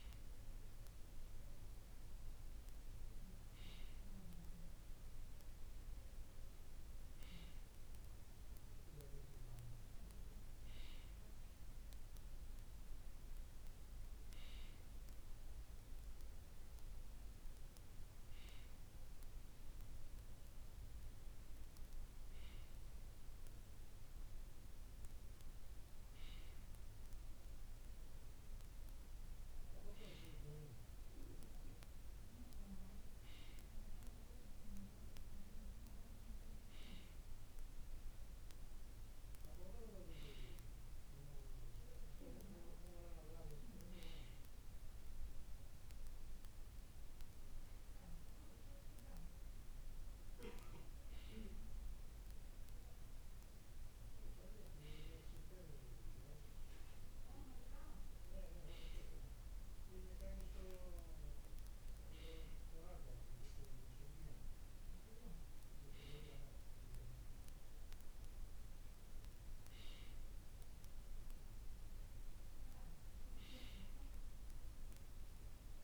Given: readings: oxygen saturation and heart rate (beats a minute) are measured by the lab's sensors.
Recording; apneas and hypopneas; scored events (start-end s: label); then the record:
breathing in sleep by a room microphone; none
none scored
From the record:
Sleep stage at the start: N2 (light sleep); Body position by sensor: on the right side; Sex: male